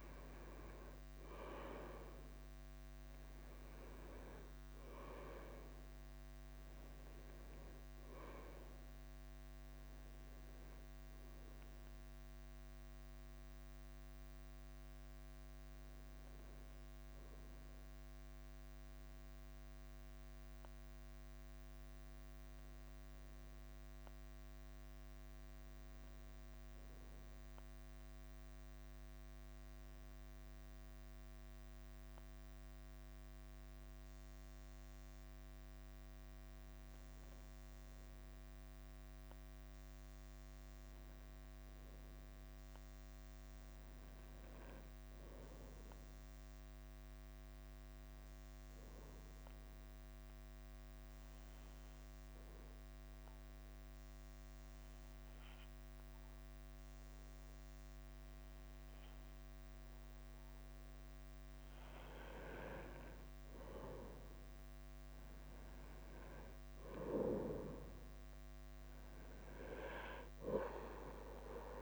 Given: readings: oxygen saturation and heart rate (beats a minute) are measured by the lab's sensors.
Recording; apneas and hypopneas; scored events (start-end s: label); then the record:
breathing in sleep by a microphone on the trachea; 1
0.00-13.50 s: bradycardia (device-marked, heart rate 48 extreme)
0.00-13.50 s: oxygen desaturation (device-marked, oxygen 92% lowest, heart rate 46 extreme)
11.50-41.50 s: new sleep stage, N1 (lightest sleep)
15.50-71.82 s: bradycardia (device-marked, heart rate 52 before, 46 extreme)
17.00-19.00 s: long interval between heartbeats (device-marked, heart rate 53 before, 61 extreme)
38.50-42.50 s: arousal
41.50-71.82 s: new sleep stage, N2 (light sleep)
48.50-61.00 s: obstructive apnea (oxygen 98% before, 93% lowest, heart rate 50 before, 48 extreme, up 1 after)
62.50-66.00 s: arousal
From the record:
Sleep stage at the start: N2 (light sleep); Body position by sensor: upright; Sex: male